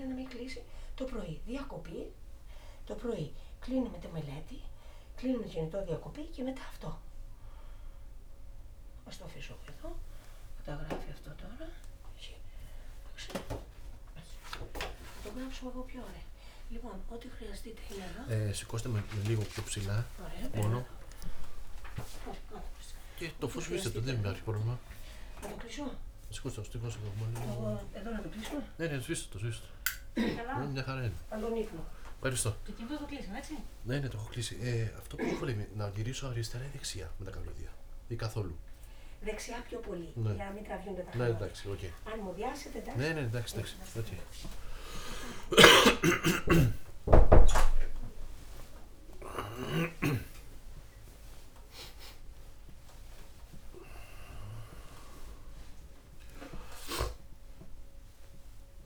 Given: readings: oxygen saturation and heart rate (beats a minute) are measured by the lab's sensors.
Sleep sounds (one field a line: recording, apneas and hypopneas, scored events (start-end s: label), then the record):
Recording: a person awake in a sleep study, by a room microphone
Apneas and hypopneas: none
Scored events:
46.00-50.50 s: snoring (device-marked)
From the record:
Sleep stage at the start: awake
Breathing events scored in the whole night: 354 in 6.7 hours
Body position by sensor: on the back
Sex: male